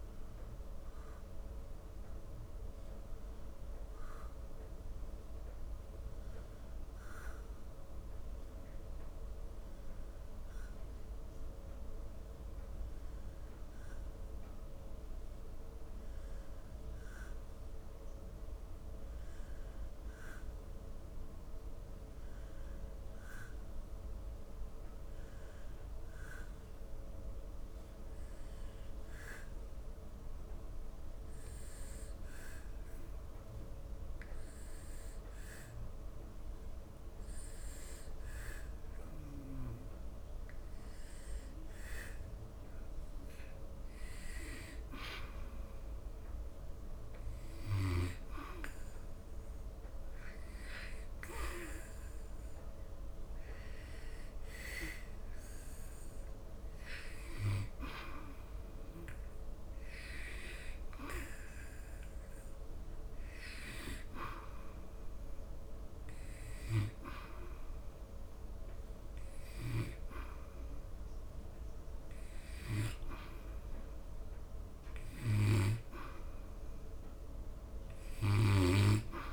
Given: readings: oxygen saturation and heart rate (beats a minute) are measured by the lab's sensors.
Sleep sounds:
breathing in sleep by a room microphone; 1
1.00-44.50 s: hypopnea (oxygen 98% before, 91% lowest, heart rate 87 before, 78 extreme, up 1 after)
47.00-51.00 s: arousal
From the record:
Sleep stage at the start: N2 (light sleep); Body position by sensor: on the back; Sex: male

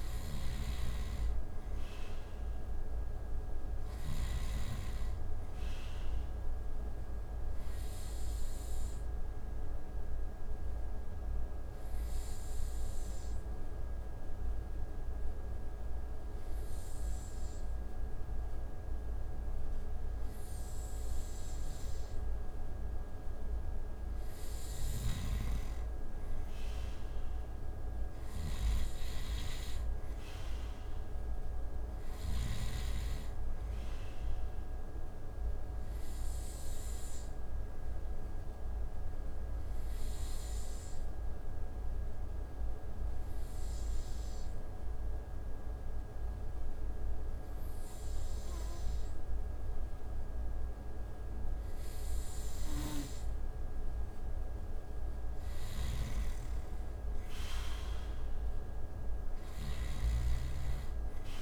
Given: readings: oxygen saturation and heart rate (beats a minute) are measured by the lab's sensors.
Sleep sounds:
breathing in sleep, hard to hear, by a room microphone; 2
0.00-4.00 s: snoring (device-marked)
8.00-21.50 s: obstructive apnea (oxygen 93% before, 90% lowest)
24.00-32.00 s: snoring (device-marked)
24.50-28.00 s: arousal
34.00-50.00 s: oxygen desaturation (device-marked, oxygen 94% before, 90% lowest)
37.50-53.50 s: obstructive apnea (oxygen 94% before, 90% lowest)
55.00-59.50 s: snoring (device-marked)
60.00-61.41 s: oxygen desaturation (device-marked, oxygen 95% before, 90% lowest)
From the record:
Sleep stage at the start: N2 (light sleep); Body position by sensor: on the right side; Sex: male

